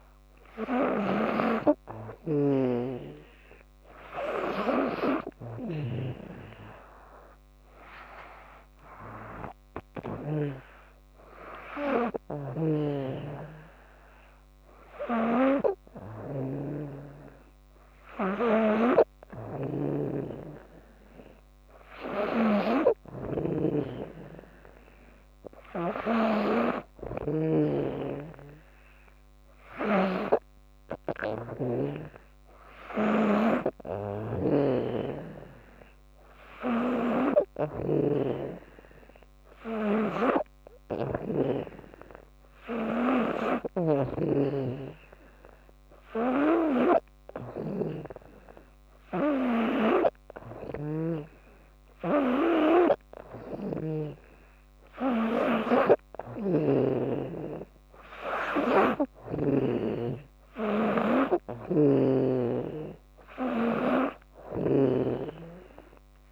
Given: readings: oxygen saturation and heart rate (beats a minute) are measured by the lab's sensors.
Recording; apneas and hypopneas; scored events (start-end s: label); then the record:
breathing in sleep by a microphone on the trachea; none
1.50-10.00 s: snoring (device-marked)
12.00-37.50 s: snoring (device-marked)
39.50-51.00 s: snoring (device-marked)
53.00-59.50 s: snoring (device-marked)
64.00-66.31 s: snoring (device-marked)
From the record:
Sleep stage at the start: N2 (light sleep); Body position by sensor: on the back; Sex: female